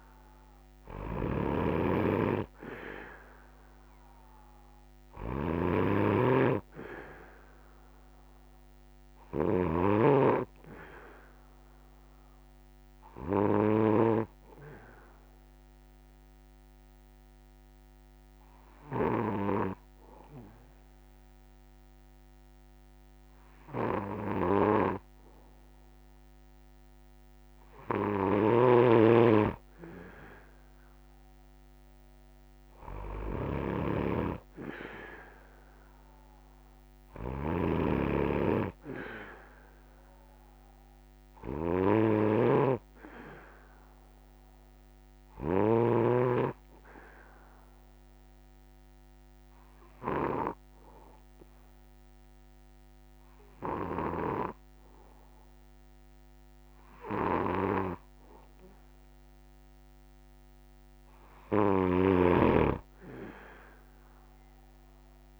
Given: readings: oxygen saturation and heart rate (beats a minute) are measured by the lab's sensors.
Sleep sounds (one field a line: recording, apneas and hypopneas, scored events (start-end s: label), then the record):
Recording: breathing in sleep by a microphone on the trachea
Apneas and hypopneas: 2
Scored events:
0.00-19.00 s: snoring (device-marked)
1.00-25.00 s: oxygen desaturation (device-marked, oxygen 97% before, 92% lowest, heart rate 182 before, 154 extreme)
15.00-27.50 s: hypopnea (oxygen 97% before, 92% lowest)
16.00-65.40 s: new sleep stage, N1 (lightest sleep)
28.00-54.00 s: snoring (device-marked)
40.00-59.00 s: oxygen desaturation (device-marked, oxygen 96% before, 92% lowest, heart rate 188 before, 125 extreme)
45.00-60.00 s: hypopnea (oxygen 96% before, 92% lowest, heart rate 181 before, 125 extreme, up 48 after)
61.50-65.40 s: snoring (device-marked)
From the record:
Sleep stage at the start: N3 (deep sleep)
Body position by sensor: on the back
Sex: male